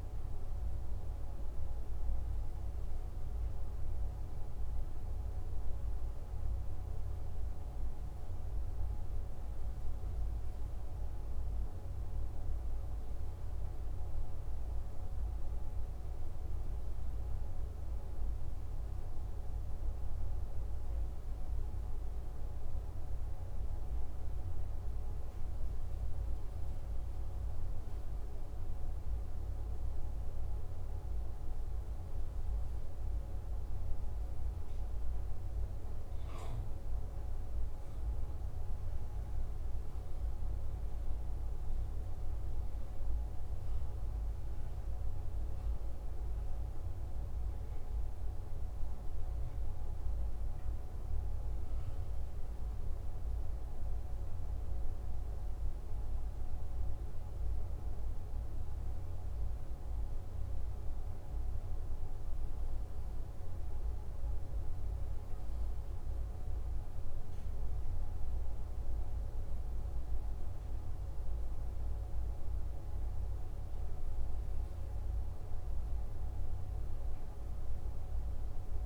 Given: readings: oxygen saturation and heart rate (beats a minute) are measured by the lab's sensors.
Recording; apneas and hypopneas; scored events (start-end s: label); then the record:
breathing in sleep, hard to hear, by a room microphone; none
none scored
From the record:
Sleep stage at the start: N2 (light sleep); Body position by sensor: on the back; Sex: male